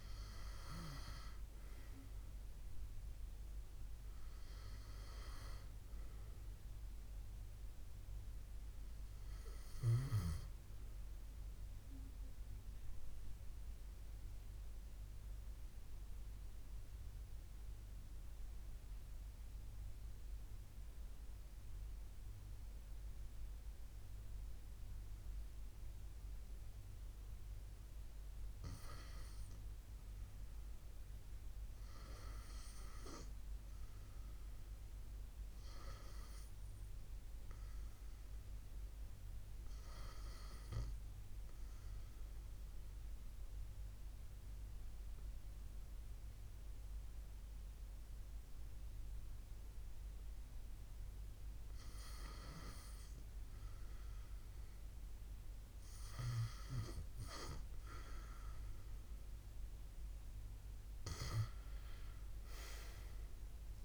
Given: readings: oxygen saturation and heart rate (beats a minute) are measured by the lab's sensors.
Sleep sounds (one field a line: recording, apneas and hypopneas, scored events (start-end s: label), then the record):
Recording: breathing in sleep by a room microphone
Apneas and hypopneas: 2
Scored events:
0.00-19.50 s: oxygen desaturation (device-marked, oxygen 89% lowest, heart rate 66 extreme)
11.50-27.00 s: obstructive apnea (oxygen 97% before, 88% lowest, heart rate 72 before, 65 extreme)
29.50-32.50 s: arousal
41.00-52.00 s: obstructive apnea (oxygen 98% before, 88% lowest, heart rate 69 before, 61 extreme, up 2 after)
42.50-63.85 s: oxygen desaturation (device-marked, oxygen 97% before, 88% lowest, heart rate 68 before, 61 extreme)
61.50-63.85 s: arousal
From the record:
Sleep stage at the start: REM sleep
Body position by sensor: on the left side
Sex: male